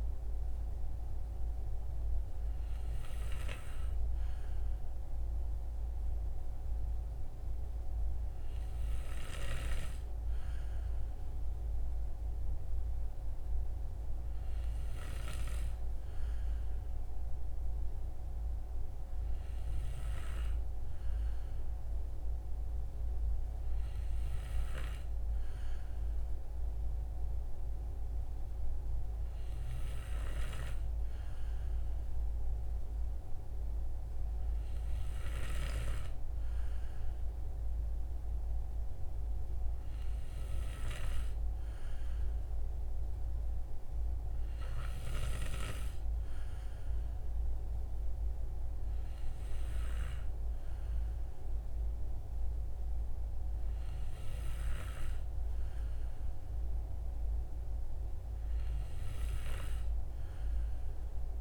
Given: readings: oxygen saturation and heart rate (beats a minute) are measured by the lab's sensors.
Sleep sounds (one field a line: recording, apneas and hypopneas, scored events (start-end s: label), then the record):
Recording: breathing in sleep by a room microphone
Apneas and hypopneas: none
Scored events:
none scored
From the record:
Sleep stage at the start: N2 (light sleep)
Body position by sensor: on the right side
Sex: male